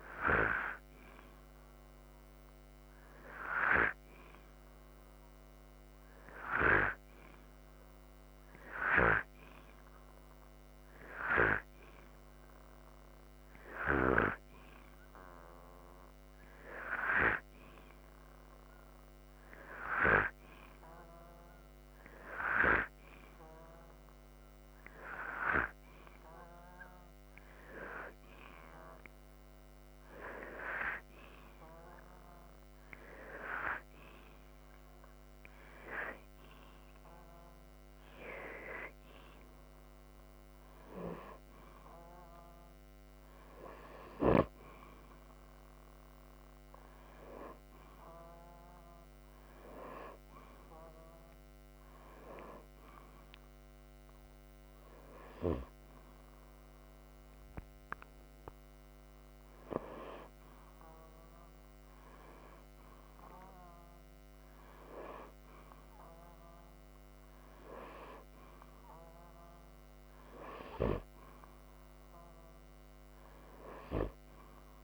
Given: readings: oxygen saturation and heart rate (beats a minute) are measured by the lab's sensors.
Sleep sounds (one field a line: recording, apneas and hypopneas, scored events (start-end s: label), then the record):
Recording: breathing in sleep by a microphone on the trachea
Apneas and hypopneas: none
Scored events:
36.00-41.00 s: arousal
From the record:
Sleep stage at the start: N2 (light sleep)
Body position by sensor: upright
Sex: male